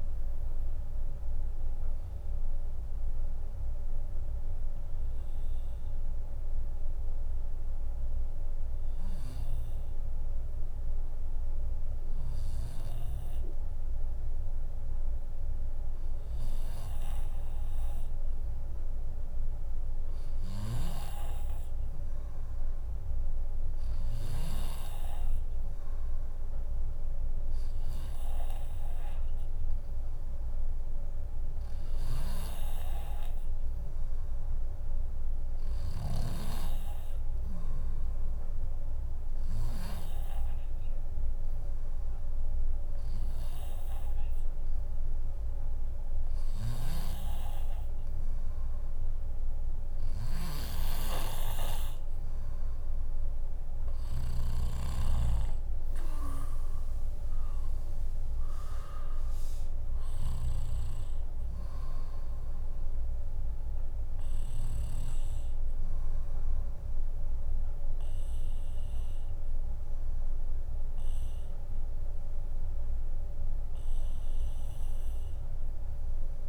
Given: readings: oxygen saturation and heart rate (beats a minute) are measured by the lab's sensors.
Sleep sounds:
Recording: breathing in sleep by a room microphone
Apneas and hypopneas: 1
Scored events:
0.00-6.00 s: drop in pulse transit time (device-marked, heart rate 70 extreme)
1.50-16.50 s: hypopnea (oxygen 99% before, 96% lowest, heart rate 71 before, 57 extreme, up 2 after)
12.00-30.00 s: bradycardia (device-marked, heart rate 72 before, 57 extreme)
19.00-22.50 s: arousal
31.50-36.00 s: snoring (device-marked)
46.00-54.00 s: snoring (device-marked)
60.00-76.49 s: drop in pulse transit time (device-marked, heart rate 64 before, 76 extreme)
From the record:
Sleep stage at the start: N2 (light sleep)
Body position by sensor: on the left side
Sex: female

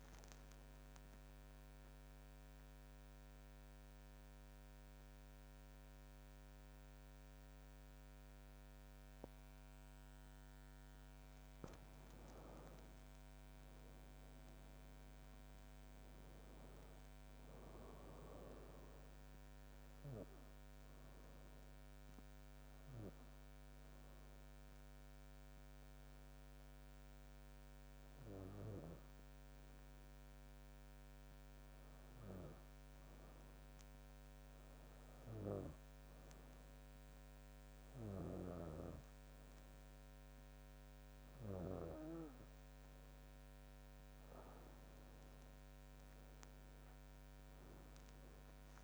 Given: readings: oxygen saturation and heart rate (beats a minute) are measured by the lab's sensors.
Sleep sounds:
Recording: breathing in sleep by a microphone on the trachea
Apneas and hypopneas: 2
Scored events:
1.00-12.00 s: mixed apnea (oxygen 99% before, 93% lowest, heart rate 126 before, 69 extreme, up 4 after)
13.50-16.50 s: arousal
20.00-30.50 s: hypopnea (oxygen 100% before, 93% lowest, heart rate 77 before, 69 extreme, up 4 after)
20.00-32.00 s: oxygen desaturation (device-marked, oxygen 99% before, 96% lowest, heart rate 77 before, 69 extreme)
34.50-39.00 s: arousal
42.00-48.84 s: oxygen desaturation (device-marked, oxygen 99% before, 93% lowest, heart rate 72 before, 61 extreme)
From the record:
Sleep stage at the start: N2 (light sleep)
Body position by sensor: on the back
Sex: female

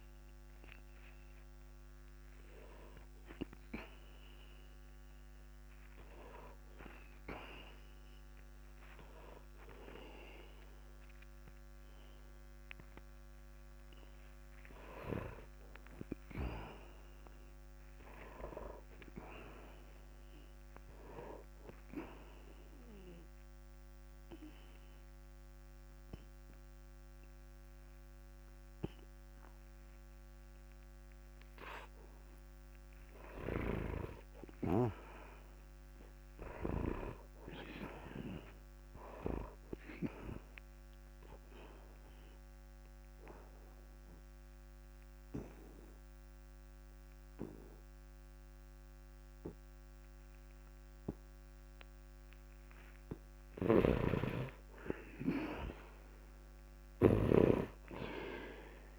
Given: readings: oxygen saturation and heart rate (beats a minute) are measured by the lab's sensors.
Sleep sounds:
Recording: breathing in sleep by a microphone on the trachea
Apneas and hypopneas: 2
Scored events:
0.00-11.50 s: oxygen desaturation (device-marked, oxygen 92% lowest, heart rate 66 extreme)
11.50-58.99 s: new sleep stage, N2 (light sleep)
16.00-19.50 s: arousal
22.50-32.50 s: obstructive apnea (oxygen 100% before, 90% lowest, heart rate 68 before, 64 extreme, up 2 after)
33.50-37.00 s: snoring (device-marked)
36.00-39.50 s: arousal
43.50-54.00 s: hypopnea (oxygen 100% before, 90% lowest, heart rate 66 before, 62 extreme, up 1 after)
43.50-55.50 s: oxygen desaturation (device-marked, oxygen 96% before, 91% lowest, heart rate 66 before, 62 extreme)
53.50-57.50 s: snoring (device-marked)
56.50-58.99 s: arousal
From the record:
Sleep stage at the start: N1 (lightest sleep)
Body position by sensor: on the back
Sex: male

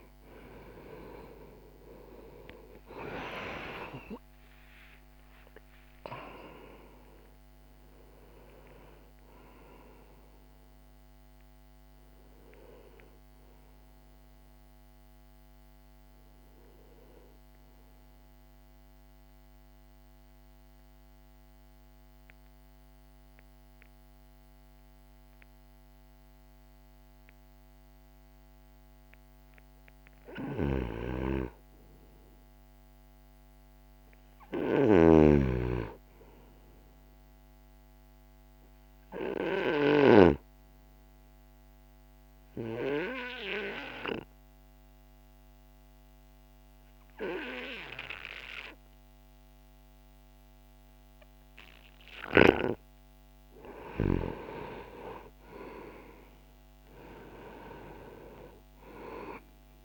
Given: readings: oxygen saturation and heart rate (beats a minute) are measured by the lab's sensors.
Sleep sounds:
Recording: breathing in sleep by a microphone on the trachea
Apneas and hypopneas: 2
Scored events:
0.00-16.00 s: oxygen desaturation (device-marked, oxygen 84% lowest, heart rate 50 extreme)
0.50-4.50 s: arousal
17.50-30.00 s: mixed apnea (oxygen 98% before, 84% lowest, heart rate 62 before, 61 extreme, up 3 after)
22.00-32.00 s: oxygen desaturation (device-marked, oxygen 87% before, 84% lowest, heart rate 63 before, 61 extreme)
30.00-34.50 s: snoring (device-marked)
31.50-35.00 s: arousal
38.50-52.50 s: obstructive apnea (oxygen 99% before, 84% lowest, heart rate 63 before, 59 extreme, up 2 after)
44.00-59.85 s: oxygen desaturation (device-marked, oxygen 99% before, 84% lowest, heart rate 63 before, 59 extreme)
55.50-59.50 s: arousal
From the record:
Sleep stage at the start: N2 (light sleep)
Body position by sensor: on the right side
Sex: male

